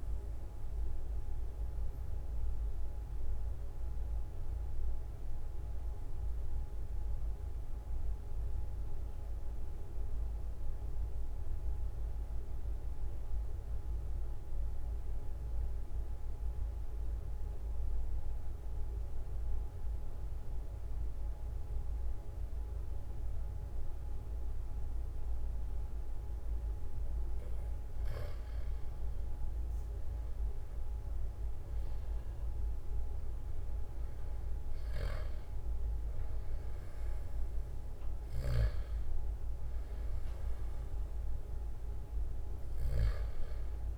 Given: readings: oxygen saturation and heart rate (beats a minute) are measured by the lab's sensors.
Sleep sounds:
breathing in sleep, hard to hear, by a room microphone; 1
0.50-27.50 s: mixed apnea (oxygen 97% before, 92% lowest, heart rate 47 before, 43 extreme, up 5 after)
30.50-36.00 s: arousal
32.00-43.98 s: oxygen desaturation (device-marked, oxygen 97% before, 92% lowest, heart rate 45 before, 41 extreme)
38.50-43.98 s: snoring (device-marked)
From the record:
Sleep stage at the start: N2 (light sleep); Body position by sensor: on the back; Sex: male

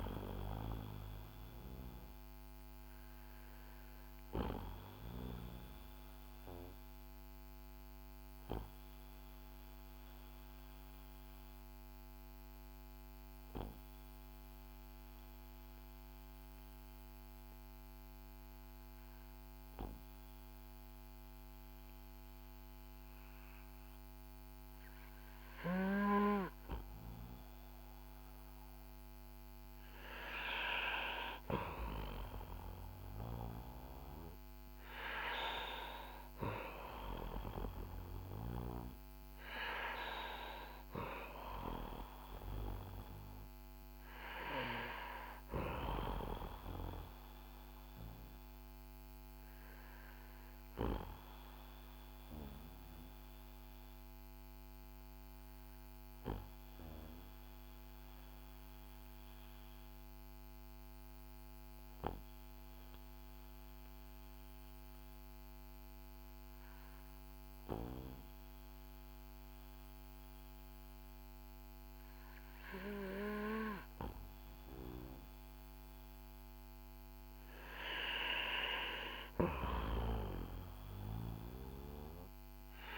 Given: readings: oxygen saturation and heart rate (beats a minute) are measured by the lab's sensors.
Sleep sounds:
breathing in sleep by a microphone on the trachea; 2
0.00-21.00 s: oxygen desaturation (device-marked, oxygen 91% lowest, heart rate 45 extreme)
0.50-29.50 s: obstructive apnea (oxygen 97% before, 91% lowest, heart rate 57 before, 45 extreme, up 6 after)
31.50-35.00 s: arousal
49.00-77.50 s: obstructive apnea (oxygen 96% before, 91% lowest, heart rate 52 before, 48 extreme, up 7 after)
53.00-69.00 s: oxygen desaturation (device-marked, oxygen 94% before, 91% lowest, heart rate 53 before, 48 extreme)
81.50-82.98 s: arousal
From the record:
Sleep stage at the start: N2 (light sleep); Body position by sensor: on the back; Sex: male

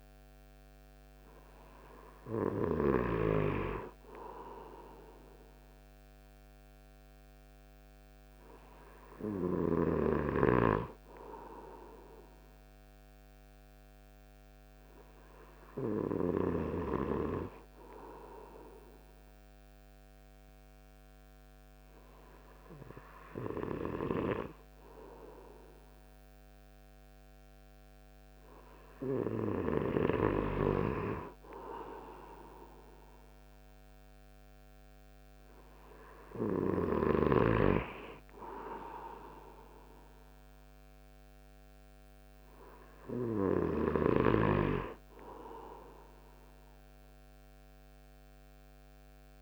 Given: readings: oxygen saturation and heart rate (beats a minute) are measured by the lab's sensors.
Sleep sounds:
breathing in sleep by a microphone on the trachea; none
none scored
From the record:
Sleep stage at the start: N2 (light sleep); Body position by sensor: on the right side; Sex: male

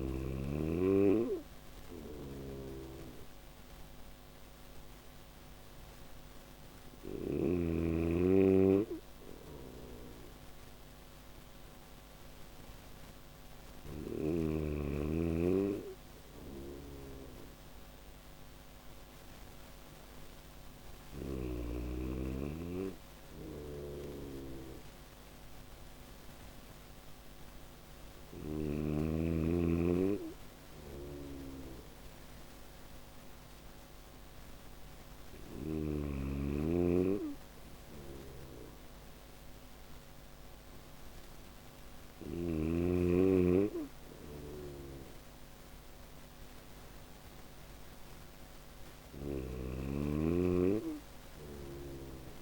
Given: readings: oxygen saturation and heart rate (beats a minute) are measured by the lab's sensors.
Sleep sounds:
breathing in sleep by a microphone on the trachea; none
1.00-6.50 s: snoring (device-marked)
12.50-20.50 s: snoring (device-marked)
22.50-27.50 s: snoring (device-marked)
29.50-35.00 s: snoring (device-marked)
37.00-41.50 s: snoring (device-marked)
43.50-48.50 s: snoring (device-marked)
50.50-52.42 s: snoring (device-marked)
From the record:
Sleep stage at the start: N1 (lightest sleep); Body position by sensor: on the back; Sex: male

